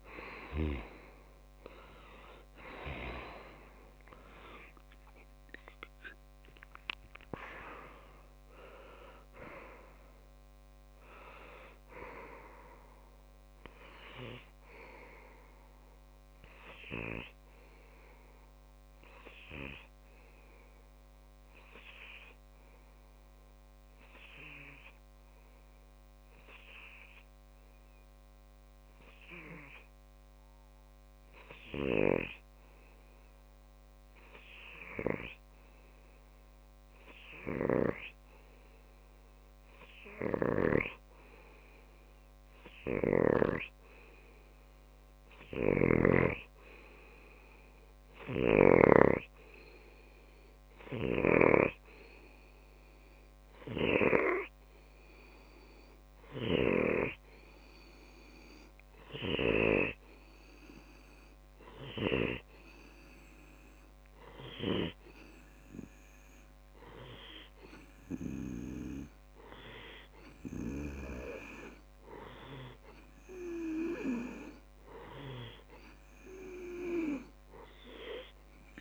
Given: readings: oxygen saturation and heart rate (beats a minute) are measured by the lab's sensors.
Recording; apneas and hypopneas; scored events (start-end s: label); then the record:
breathing in sleep by a microphone on the trachea; 1
0.00-4.50 s: oxygen desaturation (device-marked, oxygen 94% lowest)
15.50-74.00 s: obstructive apnea (oxygen 98% before, 93% lowest)
48.50-78.81 s: oxygen desaturation (device-marked, oxygen 99% before, 93% lowest)
From the record:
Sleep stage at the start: N2 (light sleep); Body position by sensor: on the left side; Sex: male